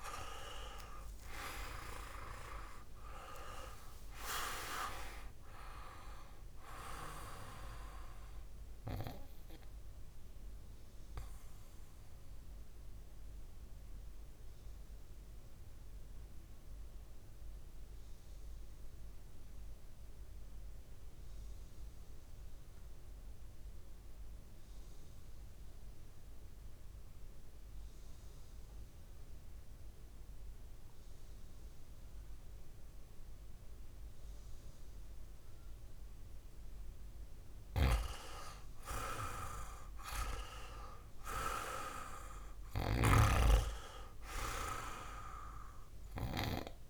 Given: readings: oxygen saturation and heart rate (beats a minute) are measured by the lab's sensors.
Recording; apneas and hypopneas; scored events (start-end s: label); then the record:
breathing in sleep by a room microphone; 1
0.00-2.50 s: arousal
0.00-23.50 s: oxygen desaturation (device-marked, oxygen 91% lowest, heart rate 53 extreme)
10.00-36.00 s: obstructive apnea (oxygen 99% before, 89% lowest, heart rate 66 before, 53 extreme, up 8 after)
37.50-41.50 s: arousal
38.50-46.90 s: oxygen desaturation (device-marked, oxygen 99% before, 90% lowest, heart rate 58 before, 58 extreme)
From the record:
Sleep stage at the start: N2 (light sleep); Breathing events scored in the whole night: 358 in 4.1 hours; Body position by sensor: on the back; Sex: male